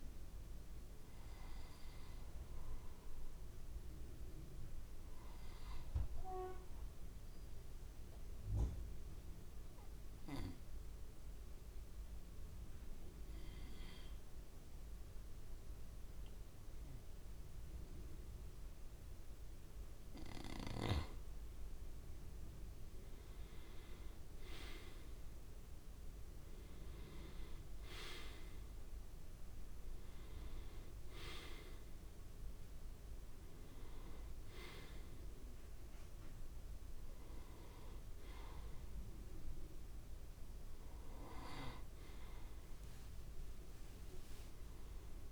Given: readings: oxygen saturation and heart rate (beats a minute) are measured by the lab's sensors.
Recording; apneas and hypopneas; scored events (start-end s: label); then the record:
breathing in sleep by a room microphone; 1
0.00-12.00 s: oxygen desaturation (device-marked, oxygen 91% lowest, heart rate 65 extreme)
5.50-21.00 s: obstructive apnea (oxygen 95% before, 90% lowest, heart rate 67 before, 65 extreme, up 3 after)
23.00-26.00 s: arousal
26.00-45.32 s: oxygen desaturation (device-marked, oxygen 95% before, 90% lowest, heart rate 68 before, 58 extreme)
From the record:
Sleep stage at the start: N2 (light sleep); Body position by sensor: on the back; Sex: male